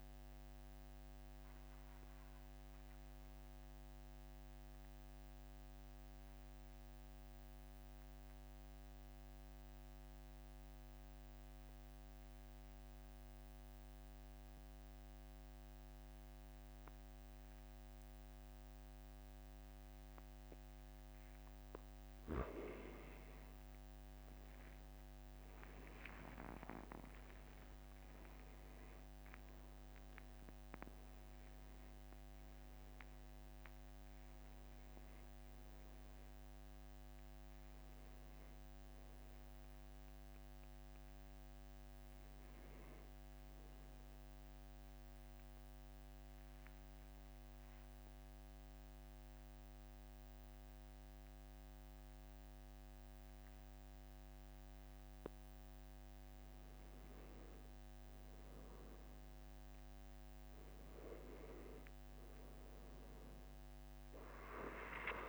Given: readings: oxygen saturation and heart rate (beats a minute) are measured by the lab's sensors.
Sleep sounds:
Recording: breathing in sleep by a microphone on the trachea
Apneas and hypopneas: 2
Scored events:
1.50-21.00 s: mixed apnea (oxygen 97% before, 93% lowest, heart rate 47 before, 43 extreme, up 6 after)
24.50-29.50 s: arousal
45.50-57.00 s: mixed apnea (oxygen 97% before, 92% lowest, heart rate 50 before, 43 extreme, up 4 after)
60.00-63.50 s: arousal
From the record:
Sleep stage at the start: N2 (light sleep)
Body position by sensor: on the back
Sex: male

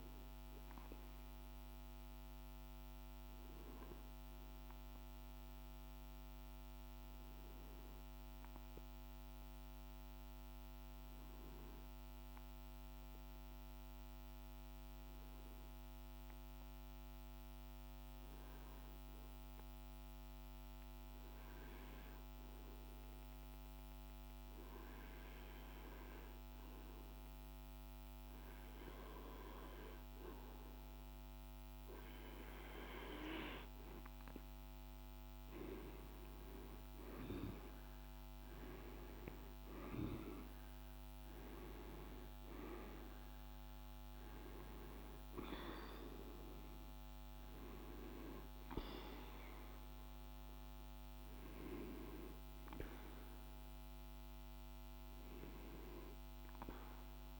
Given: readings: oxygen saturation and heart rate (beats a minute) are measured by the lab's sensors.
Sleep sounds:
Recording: breathing in sleep by a microphone on the trachea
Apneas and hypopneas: 1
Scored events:
0.00-11.50 s: oxygen desaturation (device-marked, oxygen 93% lowest, heart rate 52 extreme)
5.50-26.50 s: obstructive apnea (oxygen 96% before, 92% lowest, heart rate 54 before, 51 extreme, up 0 after)
29.50-33.00 s: arousal
30.50-57.40 s: oxygen desaturation (device-marked, oxygen 99% before, 92% lowest, heart rate 53 before, 48 extreme)
From the record:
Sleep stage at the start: REM sleep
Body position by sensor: on the back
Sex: male

